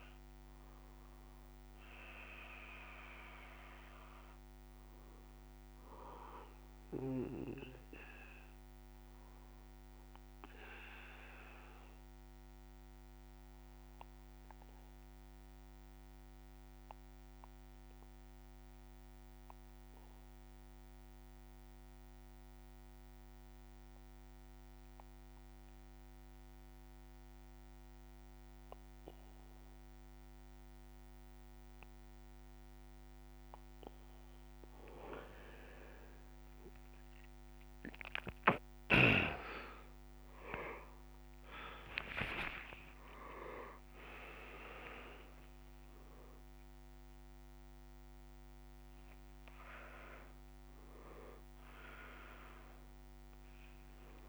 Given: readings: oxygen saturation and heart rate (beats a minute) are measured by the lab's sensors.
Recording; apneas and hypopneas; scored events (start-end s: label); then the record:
breathing in sleep by a microphone on the trachea; 1
0.00-21.50 s: oxygen desaturation (device-marked, oxygen 92% lowest)
10.50-34.50 s: mixed apnea (oxygen 100% before, 92% lowest)
42.50-49.50 s: oxygen desaturation (device-marked, oxygen 99% before, 95% lowest)
From the record:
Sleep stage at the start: N1 (lightest sleep); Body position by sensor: on the back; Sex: male